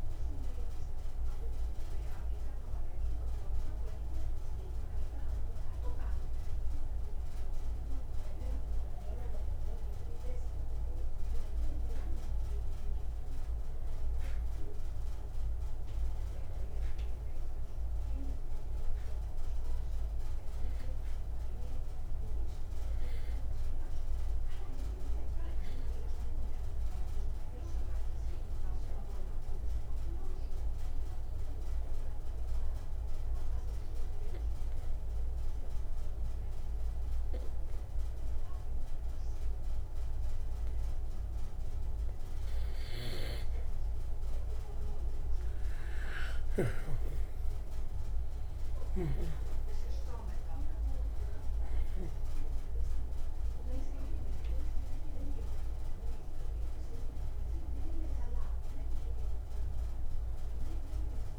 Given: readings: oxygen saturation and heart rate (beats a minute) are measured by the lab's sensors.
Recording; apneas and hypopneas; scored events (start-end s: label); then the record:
breathing in sleep, hard to hear, by a room microphone; 1
16.00-20.50 s: arousal
28.50-42.50 s: obstructive apnea (oxygen 96% before, 87% lowest, heart rate 62 before, 59 extreme, up 6 after)
45.00-49.50 s: arousal
53.00-61.39 s: oxygen desaturation (device-marked, oxygen 94% before, 87% lowest, heart rate 63 before, 58 extreme)
From the record:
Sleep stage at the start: N2 (light sleep); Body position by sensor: on the back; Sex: male